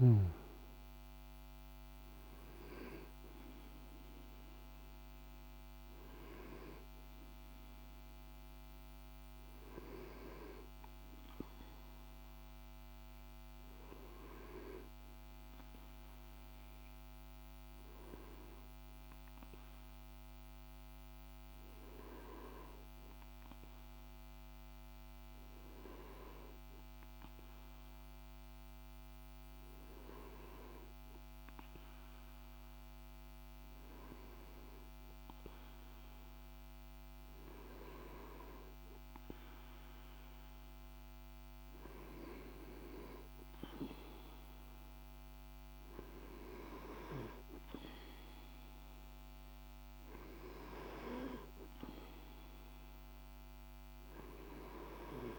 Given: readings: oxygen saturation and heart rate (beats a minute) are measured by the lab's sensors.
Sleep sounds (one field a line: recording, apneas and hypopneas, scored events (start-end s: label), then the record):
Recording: breathing in sleep by a microphone on the trachea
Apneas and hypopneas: 1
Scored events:
0.00-1.00 s: oxygen desaturation (device-marked, oxygen 99% before, 95% lowest, heart rate 52 before, 49 extreme)
14.50-35.50 s: hypopnea (oxygen 97% before, 95% lowest, heart rate 53 before, 50 extreme, up 1 after)
37.50-40.50 s: arousal
From the record:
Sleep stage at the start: N2 (light sleep)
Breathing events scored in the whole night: 321 in 7.1 hours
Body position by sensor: on the back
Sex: male